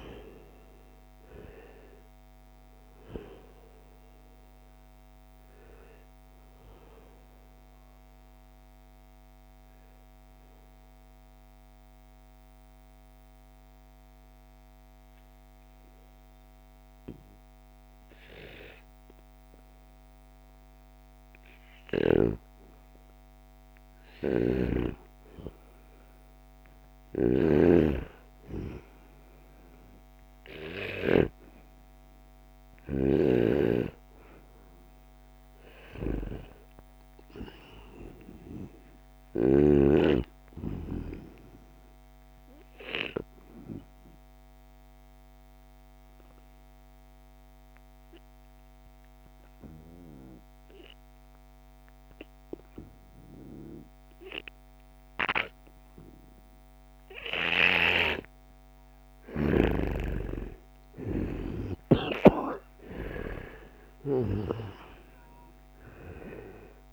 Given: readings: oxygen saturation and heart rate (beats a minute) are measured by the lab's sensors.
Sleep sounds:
breathing in sleep by a microphone on the trachea; 2
0.00-16.00 s: oxygen desaturation (device-marked, oxygen 91% lowest, heart rate 72 extreme)
7.50-21.50 s: mixed apnea (oxygen 97% before, 90% lowest, heart rate 74 before, 72 extreme, up 2 after)
23.50-29.00 s: arousal
23.50-30.50 s: snoring (device-marked)
35.00-39.00 s: snoring (device-marked)
42.00-57.50 s: obstructive apnea (oxygen 97% before, 90% lowest, heart rate 75 before, 72 extreme, up 4 after)
58.00-66.93 s: oxygen desaturation (device-marked, oxygen 94% before, 90% lowest, heart rate 77 before, 75 extreme)
59.50-64.00 s: arousal
61.00-66.93 s: snoring (device-marked)
From the record:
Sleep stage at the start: N2 (light sleep); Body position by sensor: on the right side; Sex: male

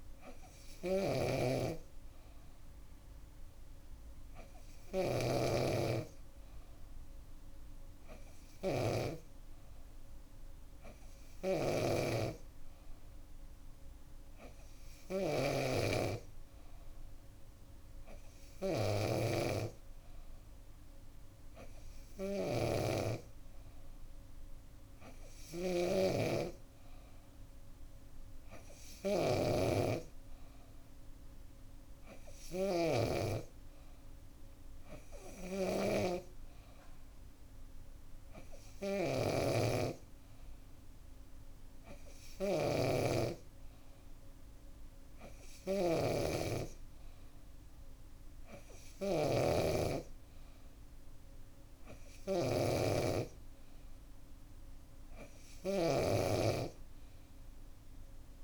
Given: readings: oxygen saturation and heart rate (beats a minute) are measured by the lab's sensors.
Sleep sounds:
breathing in sleep by a room microphone; none
0.00-58.44 s: snoring (device-marked)
From the record:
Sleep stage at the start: N2 (light sleep); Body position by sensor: on the back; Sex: female

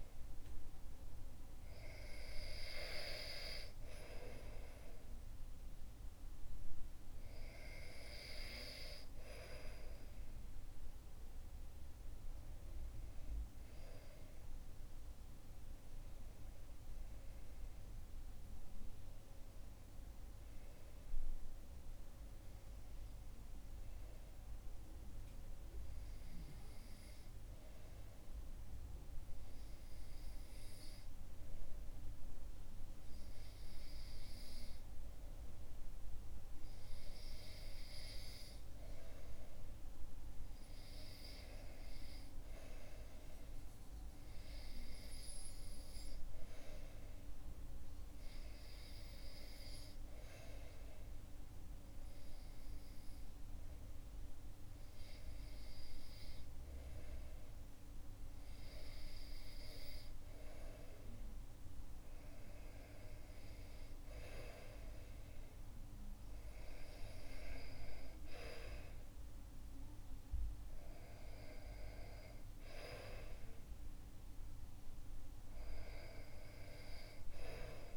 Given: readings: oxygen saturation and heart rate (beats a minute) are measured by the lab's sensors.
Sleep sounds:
breathing in sleep by a room microphone; 2
21.00-34.50 s: hypopnea (oxygen 97% before, 93% lowest, heart rate 61 before, 59 extreme, up 1 after)
32.50-56.50 s: oxygen desaturation (device-marked, oxygen 97% before, 93% lowest, heart rate 61 before, 59 extreme)
35.50-40.00 s: arousal
50.00-60.00 s: hypopnea (oxygen 97% before, 93% lowest, heart rate 60 before, 64 extreme, up 6 after)
63.00-67.50 s: arousal
From the record:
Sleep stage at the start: REM sleep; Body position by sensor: on the back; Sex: male

